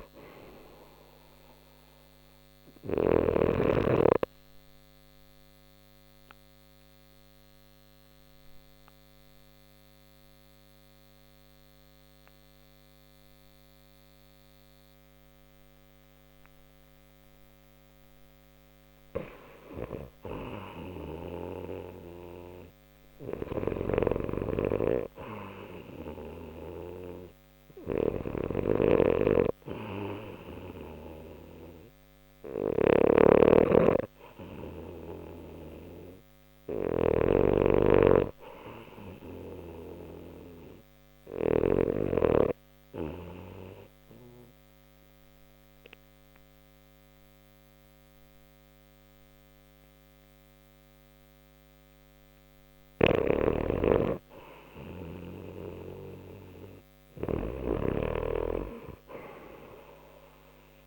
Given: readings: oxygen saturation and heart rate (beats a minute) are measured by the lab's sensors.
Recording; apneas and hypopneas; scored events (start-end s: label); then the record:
breathing in sleep by a microphone on the trachea; 2
0.00-3.00 s: snoring (device-marked)
4.00-18.50 s: obstructive apnea (oxygen 95% before, 91% lowest, heart rate 60 before, 59 extreme, up 3 after)
15.00-23.00 s: oxygen desaturation (device-marked, oxygen 94% before, 91% lowest, heart rate 60 before, 59 extreme)
22.50-27.50 s: arousal
23.00-41.50 s: snoring (device-marked)
42.00-48.00 s: oxygen desaturation (device-marked, oxygen 97% before, 93% lowest, heart rate 60 before, 60 extreme)
43.00-54.50 s: obstructive apnea (oxygen 97% before, 90% lowest, heart rate 60 before, 60 extreme, up 1 after)
52.50-60.87 s: snoring (device-marked)
58.00-60.87 s: arousal
From the record:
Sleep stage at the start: REM sleep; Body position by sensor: on the left side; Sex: male